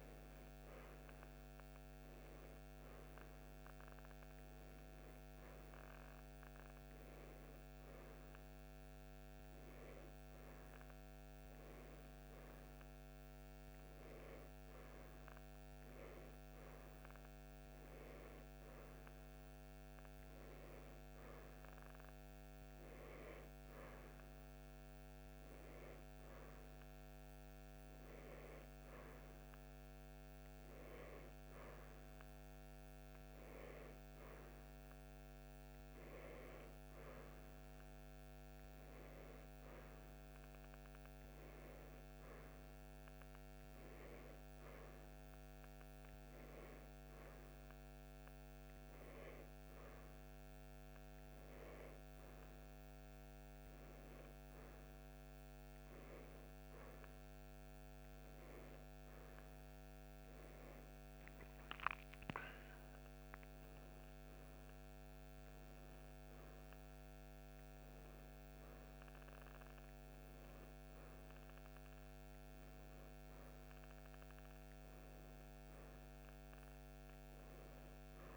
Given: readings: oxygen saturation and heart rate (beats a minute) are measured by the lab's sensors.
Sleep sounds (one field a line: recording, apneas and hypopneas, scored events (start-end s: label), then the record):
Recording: breathing in sleep, hard to hear, by a microphone on the trachea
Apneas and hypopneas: none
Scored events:
0.00-24.00 s: oxygen desaturation (device-marked, oxygen 91% lowest, heart rate 53 extreme)
From the record:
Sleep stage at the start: N1 (lightest sleep)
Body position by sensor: on the right side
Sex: female